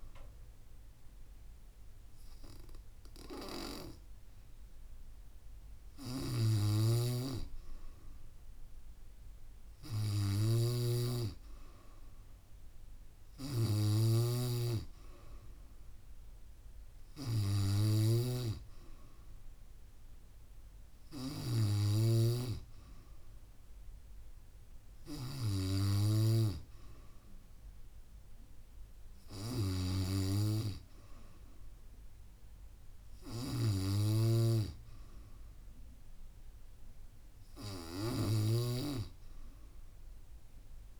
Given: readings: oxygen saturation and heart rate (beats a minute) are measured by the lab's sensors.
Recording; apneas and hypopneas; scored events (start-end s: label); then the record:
breathing in sleep by a room microphone; none
6.00-22.50 s: snoring (device-marked)
34.00-41.00 s: snoring (device-marked)
From the record:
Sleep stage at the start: N3 (deep sleep); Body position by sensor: on the back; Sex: female